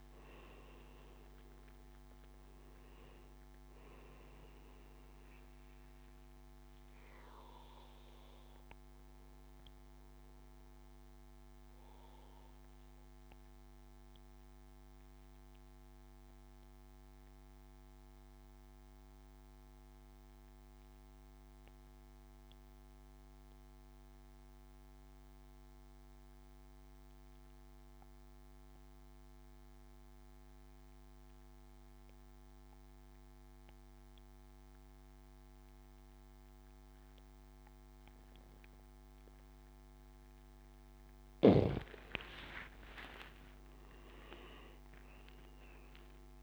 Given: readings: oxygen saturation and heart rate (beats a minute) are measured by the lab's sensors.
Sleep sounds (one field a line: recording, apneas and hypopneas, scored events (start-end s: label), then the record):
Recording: breathing in sleep by a microphone on the trachea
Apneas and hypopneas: 1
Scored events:
0.00-9.50 s: oxygen desaturation (device-marked, oxygen 95% lowest, heart rate 58 extreme)
5.50-40.50 s: obstructive apnea (oxygen 100% before, 92% lowest, heart rate 74 before, 60 extreme, up 17 after)
6.50-8.50 s: bradycardia (device-marked, heart rate 71 before, 64 extreme)
34.50-46.43 s: oxygen desaturation (device-marked, oxygen 99% before, 92% lowest, heart rate 67 before, 62 extreme)
43.00-46.43 s: arousal
From the record:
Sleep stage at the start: N2 (light sleep)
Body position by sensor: on the back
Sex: male